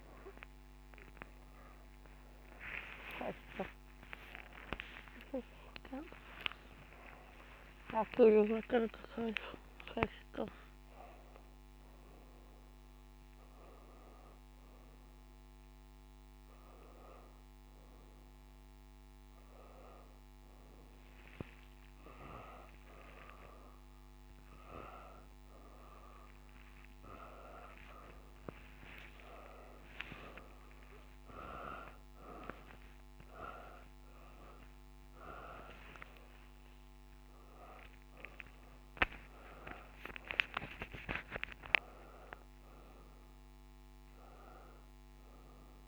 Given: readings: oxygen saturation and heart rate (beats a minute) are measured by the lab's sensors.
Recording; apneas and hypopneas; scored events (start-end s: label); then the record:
a person awake in a sleep study, by a microphone on the trachea; none
4.00-9.00 s: tachycardia (device-marked, heart rate 83 before, 101 extreme)
29.00-43.00 s: oxygen desaturation (device-marked, oxygen 96% before, 90% lowest, heart rate 89 before, 86 extreme)
From the record:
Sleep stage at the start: awake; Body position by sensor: on the back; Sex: female